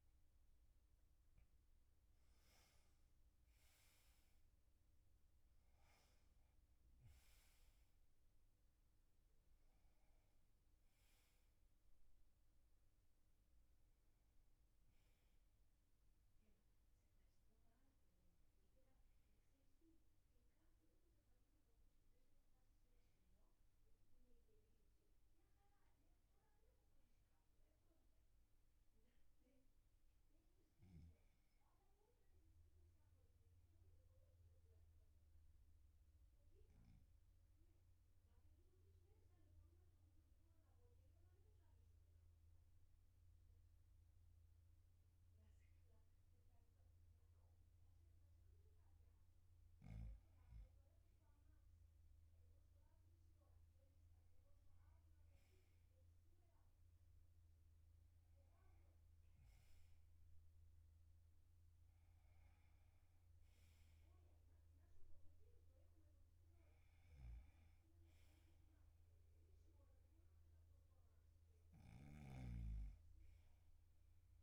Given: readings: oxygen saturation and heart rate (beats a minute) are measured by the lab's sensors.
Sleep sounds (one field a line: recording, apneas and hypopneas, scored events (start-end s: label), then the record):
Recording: breathing in sleep, hard to hear, by a room microphone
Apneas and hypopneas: 1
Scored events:
0.00-1.50 s: arousal
31.50-46.50 s: oxygen desaturation (device-marked, oxygen 98% before, 89% lowest, heart rate 46 before, 38 extreme)
33.00-48.00 s: obstructive apnea (oxygen 98% before, 89% lowest, heart rate 45 before, 38 extreme, up 8 after)
51.50-55.50 s: arousal
72.50-74.43 s: snoring (device-marked)
From the record:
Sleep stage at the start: N2 (light sleep)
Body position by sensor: on the back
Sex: male